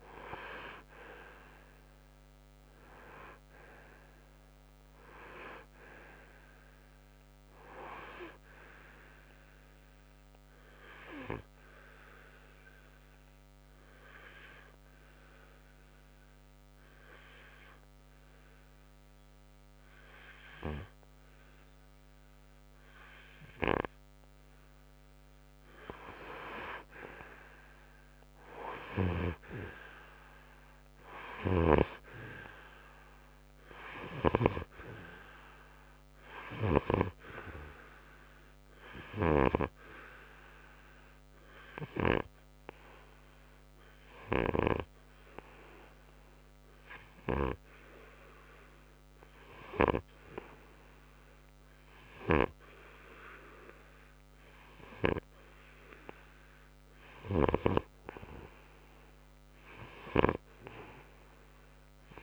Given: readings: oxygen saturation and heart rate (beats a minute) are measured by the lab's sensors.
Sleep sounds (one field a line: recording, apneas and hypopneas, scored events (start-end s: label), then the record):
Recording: breathing in sleep by a microphone on the trachea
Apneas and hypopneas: 2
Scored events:
2.00-5.50 s: arousal
11.00-25.00 s: obstructive apnea (oxygen 94% before, 93% lowest, heart rate 65 before, 57 extreme, up 10 after)
27.50-31.00 s: arousal
40.00-58.00 s: obstructive apnea (oxygen 97% before, 93% lowest, heart rate 63 before, 62 extreme, up 2 after)
46.00-57.00 s: oxygen desaturation (device-marked, oxygen 96% before, 93% lowest, heart rate 65 before, 62 extreme)
From the record:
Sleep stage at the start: N2 (light sleep)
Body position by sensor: on the right side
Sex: male